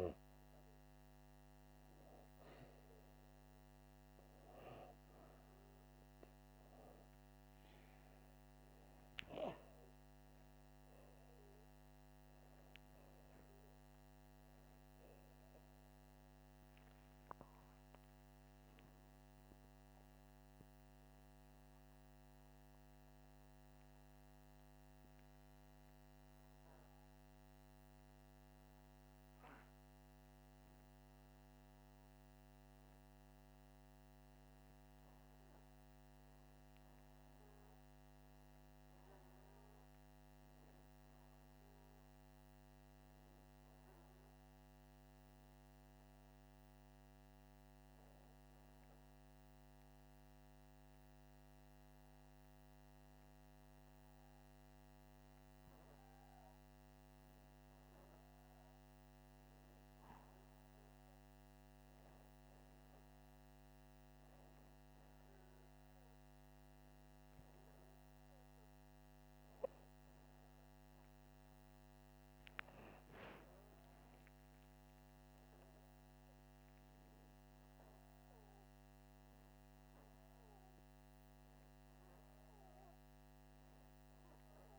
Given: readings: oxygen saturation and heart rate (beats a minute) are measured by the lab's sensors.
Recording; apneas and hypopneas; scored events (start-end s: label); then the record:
breathing in sleep, hard to hear, by a microphone on the trachea; 1
0.00-1.00 s: arousal
9.50-19.50 s: hypopnea (oxygen 97% before, 95% lowest, heart rate 82 before, 83 extreme, up 5 after)
20.00-23.00 s: arousal
From the record:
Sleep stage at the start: N2 (light sleep); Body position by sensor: upright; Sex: male